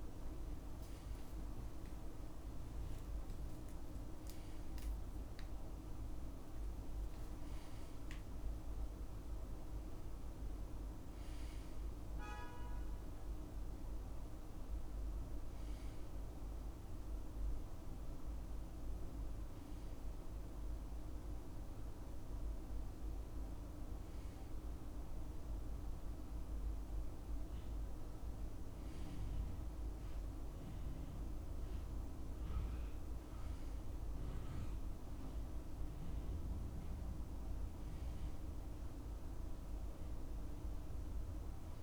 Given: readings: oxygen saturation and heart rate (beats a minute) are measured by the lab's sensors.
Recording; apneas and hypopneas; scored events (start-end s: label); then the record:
breathing in sleep, hard to hear, by a room microphone; none
none scored
From the record:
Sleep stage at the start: N1 (lightest sleep); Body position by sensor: on the right side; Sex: male